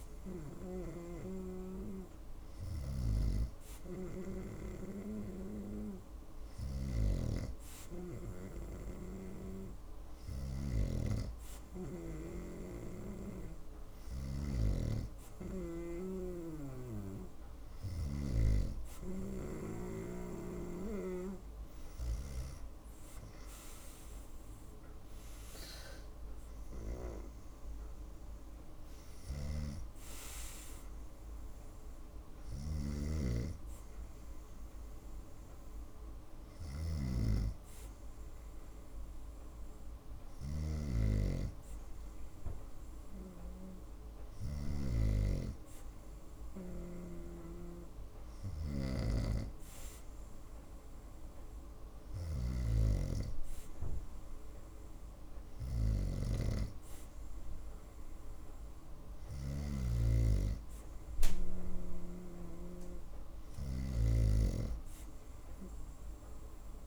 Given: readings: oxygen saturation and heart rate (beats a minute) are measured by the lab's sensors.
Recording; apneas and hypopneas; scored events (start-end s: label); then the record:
breathing in sleep by a room microphone; none
none scored
From the record:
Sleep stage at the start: N2 (light sleep); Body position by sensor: on the right side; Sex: female